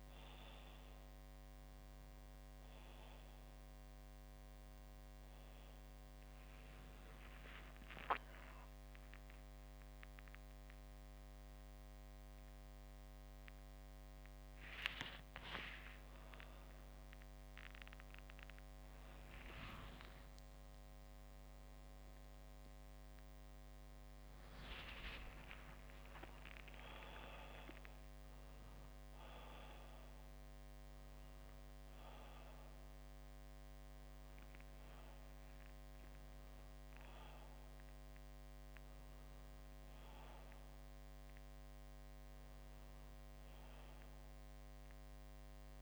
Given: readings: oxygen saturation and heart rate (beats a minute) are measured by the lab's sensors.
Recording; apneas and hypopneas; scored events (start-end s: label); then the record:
breathing in sleep by a microphone on the trachea; none
15.50-45.82 s: new sleep stage, N1 (lightest sleep)
16.50-22.50 s: arousal
From the record:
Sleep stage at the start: N2 (light sleep); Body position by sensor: on the back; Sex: male